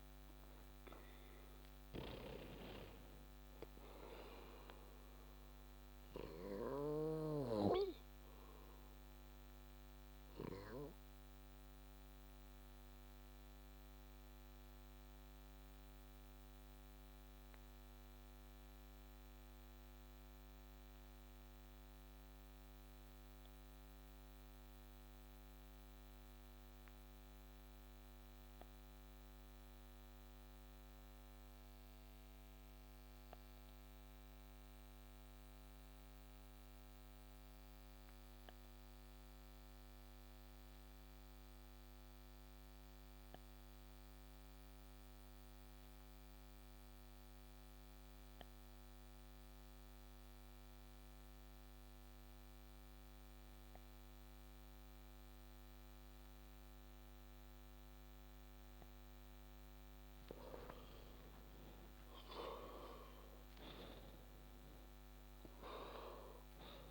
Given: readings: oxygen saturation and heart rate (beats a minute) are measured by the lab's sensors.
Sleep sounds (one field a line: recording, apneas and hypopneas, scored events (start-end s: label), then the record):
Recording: breathing in sleep by a microphone on the trachea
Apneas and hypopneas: 1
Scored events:
5.50-59.50 s: obstructive apnea (oxygen 96% before, 88% lowest)
51.00-66.91 s: oxygen desaturation (device-marked, oxygen 97% before, 88% lowest)
61.50-66.00 s: arousal
From the record:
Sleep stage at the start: N2 (light sleep)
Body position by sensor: on the back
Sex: male